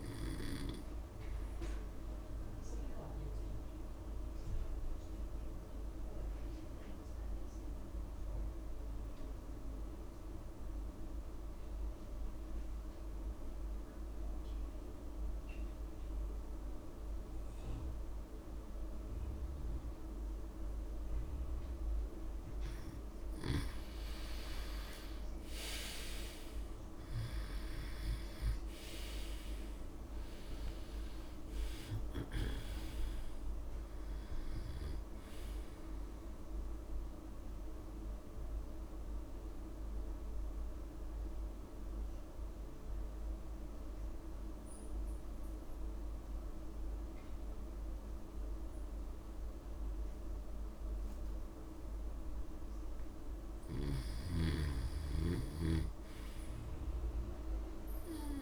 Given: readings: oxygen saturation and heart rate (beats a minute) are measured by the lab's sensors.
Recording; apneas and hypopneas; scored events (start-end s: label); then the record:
breathing in sleep by a room microphone; 2
0.00-15.00 s: oxygen desaturation (device-marked, oxygen 88% lowest)
1.50-21.50 s: obstructive apnea (oxygen 98% before, 88% lowest)
24.00-28.00 s: arousal
25.00-49.00 s: oxygen desaturation (device-marked, oxygen 98% before, 88% lowest)
37.50-53.50 s: obstructive apnea (oxygen 98% before, 87% lowest)
55.00-58.42 s: arousal
From the record:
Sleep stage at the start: N2 (light sleep); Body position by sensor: on the back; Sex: male